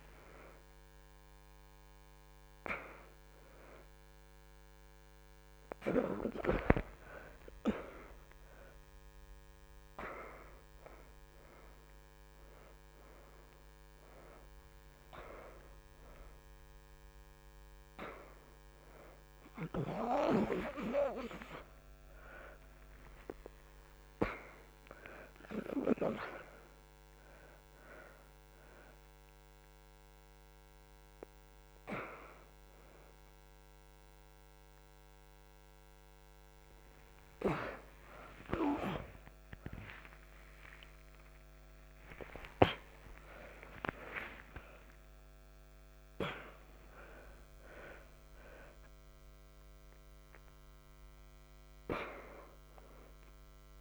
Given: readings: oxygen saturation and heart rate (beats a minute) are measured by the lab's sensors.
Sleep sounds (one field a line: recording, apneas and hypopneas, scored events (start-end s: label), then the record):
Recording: a person awake in a sleep study, by a microphone on the trachea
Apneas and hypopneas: none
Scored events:
0.00-11.00 s: oxygen desaturation (device-marked, oxygen 88% lowest, heart rate 82 extreme)
16.00-27.00 s: oxygen desaturation (device-marked, oxygen 91% before, 88% lowest, heart rate 85 before, 88 extreme)
From the record:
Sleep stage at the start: awake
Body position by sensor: on the right side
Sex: female